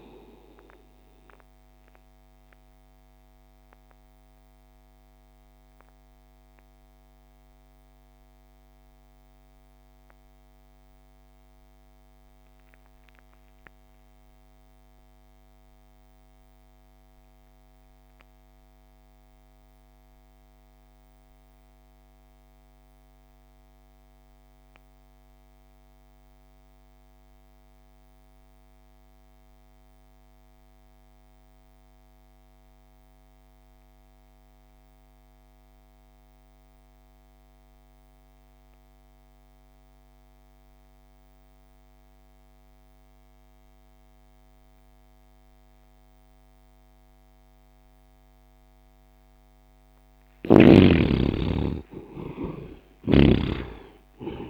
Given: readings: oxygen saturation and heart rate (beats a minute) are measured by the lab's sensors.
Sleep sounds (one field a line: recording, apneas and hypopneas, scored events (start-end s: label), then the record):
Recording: breathing in sleep by a microphone on the trachea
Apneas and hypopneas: 1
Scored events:
0.00-17.00 s: oxygen desaturation (device-marked, oxygen 58% lowest)
1.50-49.00 s: mixed apnea (oxygen 85% before, 57% lowest)
27.00-54.50 s: oxygen desaturation (device-marked, oxygen 100% before, 57% lowest)
51.00-54.50 s: arousal
53.00-54.50 s: snoring (device-marked)
From the record:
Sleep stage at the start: REM sleep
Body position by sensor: on the right side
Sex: male